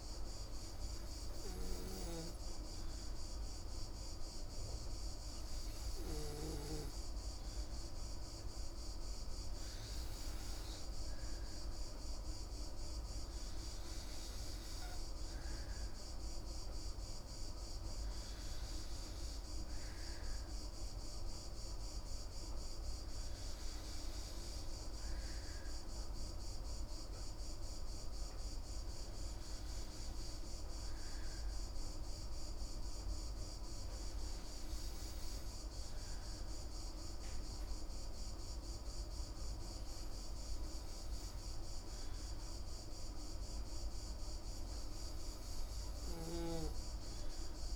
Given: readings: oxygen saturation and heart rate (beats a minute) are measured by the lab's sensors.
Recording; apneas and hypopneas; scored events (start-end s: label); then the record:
breathing in sleep, hard to hear, by a room microphone; none
23.00-27.00 s: arousal
From the record:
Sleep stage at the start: N3 (deep sleep); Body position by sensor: on the back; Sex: female